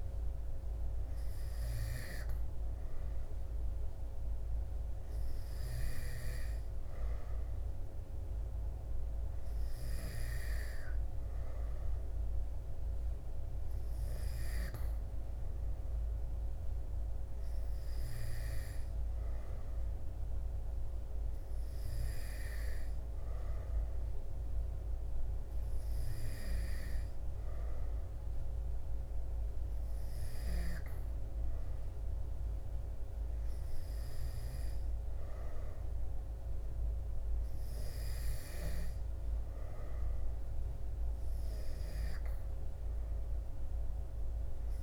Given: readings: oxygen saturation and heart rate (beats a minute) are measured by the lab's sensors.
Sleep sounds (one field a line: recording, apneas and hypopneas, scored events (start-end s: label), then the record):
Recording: breathing in sleep, hard to hear, by a room microphone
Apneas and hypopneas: none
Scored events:
none scored
From the record:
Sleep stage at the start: N2 (light sleep)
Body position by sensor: on the back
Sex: male